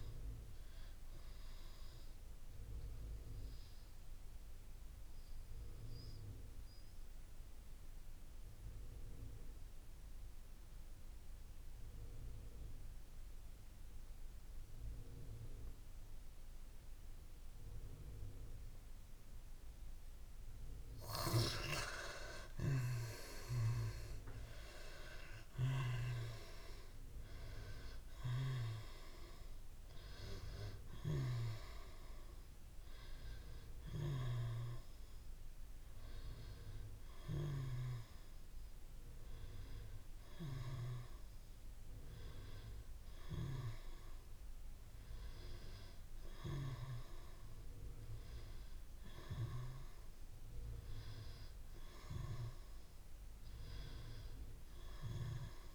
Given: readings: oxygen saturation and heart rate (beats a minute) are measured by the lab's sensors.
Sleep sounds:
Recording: breathing in sleep by a room microphone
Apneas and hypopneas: 1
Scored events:
0.00-15.00 s: oxygen desaturation (device-marked, oxygen 88% lowest)
0.50-21.00 s: mixed apnea (oxygen 98% before, 81% lowest)
23.00-26.50 s: arousal
26.00-50.00 s: oxygen desaturation (device-marked, oxygen 96% before, 81% lowest)
52.00-55.00 s: arousal
From the record:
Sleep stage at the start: N2 (light sleep)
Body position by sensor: on the back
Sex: female

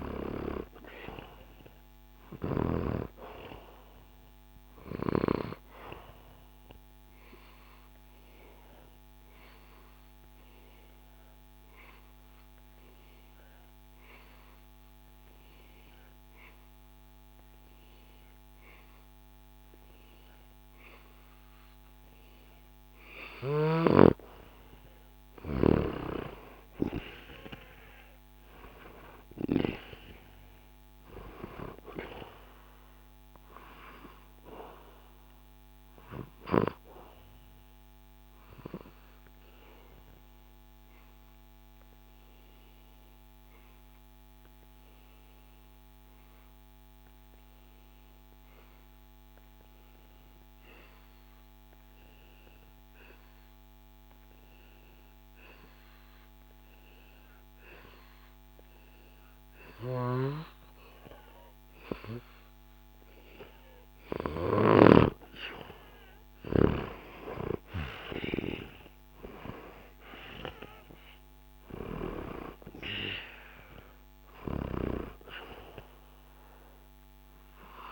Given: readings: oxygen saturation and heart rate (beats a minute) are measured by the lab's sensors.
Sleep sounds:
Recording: breathing in sleep by a microphone on the trachea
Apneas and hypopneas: 2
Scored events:
0.00-1.00 s: arousal
5.00-20.00 s: oxygen desaturation (device-marked, oxygen 98% before, 92% lowest, heart rate 66 before, 65 extreme)
5.00-24.00 s: obstructive apnea (oxygen 98% before, 88% lowest, heart rate 66 before, 65 extreme, up 2 after)
26.00-30.00 s: arousal
29.00-49.00 s: oxygen desaturation (device-marked, oxygen 94% before, 89% lowest, heart rate 67 before, 59 extreme)
37.00-64.50 s: obstructive apnea (oxygen 95% before, 88% lowest, heart rate 67 before, 59 extreme, up 9 after)
59.50-64.50 s: snoring (device-marked)
66.00-77.91 s: oxygen desaturation (device-marked, oxygen 96% before, 88% lowest, heart rate 65 before, 60 extreme)
66.50-70.50 s: arousal
From the record:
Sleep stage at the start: N2 (light sleep)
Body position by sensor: on the back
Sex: male

